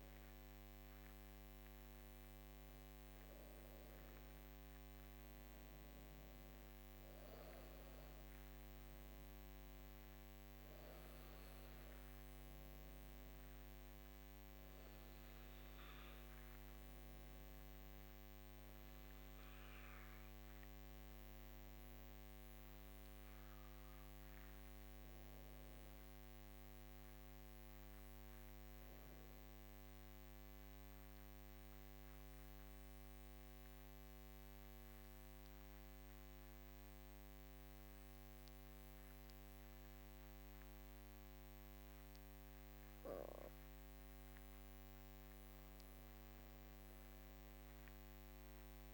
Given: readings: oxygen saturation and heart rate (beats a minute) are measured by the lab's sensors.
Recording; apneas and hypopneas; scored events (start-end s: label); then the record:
breathing in sleep, hard to hear, by a microphone on the trachea; 1
0.00-15.00 s: oxygen desaturation (device-marked, oxygen 91% lowest, heart rate 52 extreme)
24.50-43.00 s: obstructive apnea (oxygen 100% before, 95% lowest, heart rate 54 before, 55 extreme, up 18 after)
44.50-48.00 s: arousal
47.00-48.94 s: oxygen desaturation (device-marked, oxygen 99% before, 95% lowest, heart rate 61 before, 52 extreme)
From the record:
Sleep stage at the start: N2 (light sleep); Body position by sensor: on the back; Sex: female